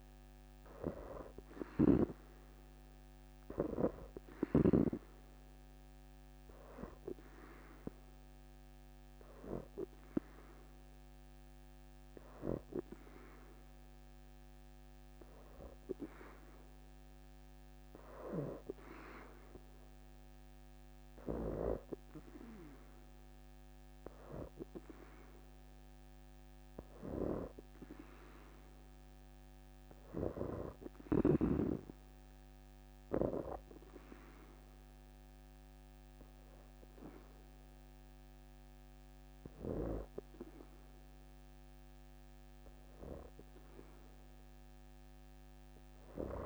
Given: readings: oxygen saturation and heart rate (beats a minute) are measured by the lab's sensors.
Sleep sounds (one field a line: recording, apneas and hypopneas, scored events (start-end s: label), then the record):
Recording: breathing in sleep by a microphone on the trachea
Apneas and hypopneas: 1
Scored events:
0.00-2.50 s: arousal
0.00-4.00 s: leg movement (device-marked)
0.00-4.50 s: snoring (device-marked)
15.50-27.00 s: hypopnea (oxygen 90% before, 83% lowest, heart rate 83 before, 68 extreme, up 4 after)
22.00-33.00 s: oxygen desaturation (device-marked, oxygen 91% before, 86% lowest, heart rate 82 before, 68 extreme)
29.00-33.00 s: arousal
35.00-46.46 s: oxygen desaturation (device-marked, oxygen 89% before, 86% lowest, heart rate 81 before, 68 extreme)
From the record:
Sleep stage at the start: N2 (light sleep)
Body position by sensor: on the back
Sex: female